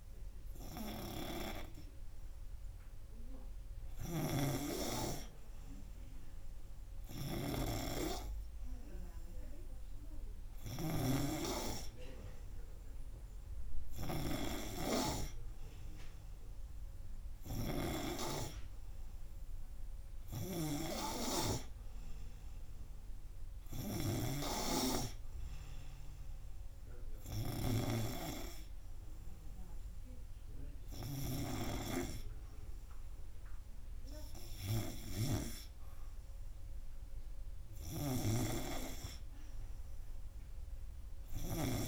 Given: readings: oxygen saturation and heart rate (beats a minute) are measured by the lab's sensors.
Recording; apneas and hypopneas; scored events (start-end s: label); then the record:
breathing in sleep by a room microphone; none
none scored
From the record:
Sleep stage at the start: N3 (deep sleep); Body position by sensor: on the right side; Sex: male